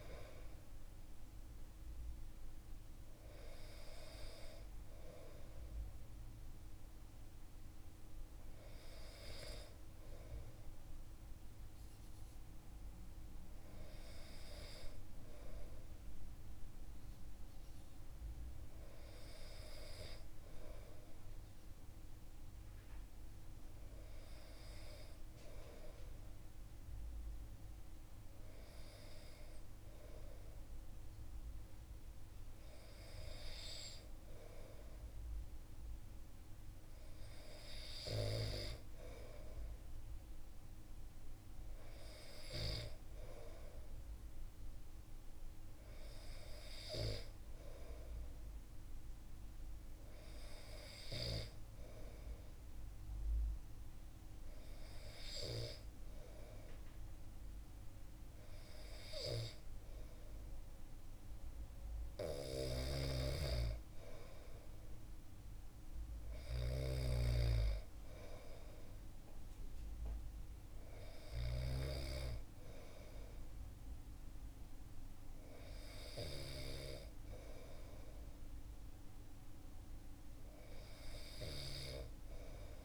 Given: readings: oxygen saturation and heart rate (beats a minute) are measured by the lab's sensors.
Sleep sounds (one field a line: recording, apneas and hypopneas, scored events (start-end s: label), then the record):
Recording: breathing in sleep by a room microphone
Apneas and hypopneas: none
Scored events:
62.50-66.50 s: snoring (device-marked)
From the record:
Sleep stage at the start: N2 (light sleep)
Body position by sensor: on the back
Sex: male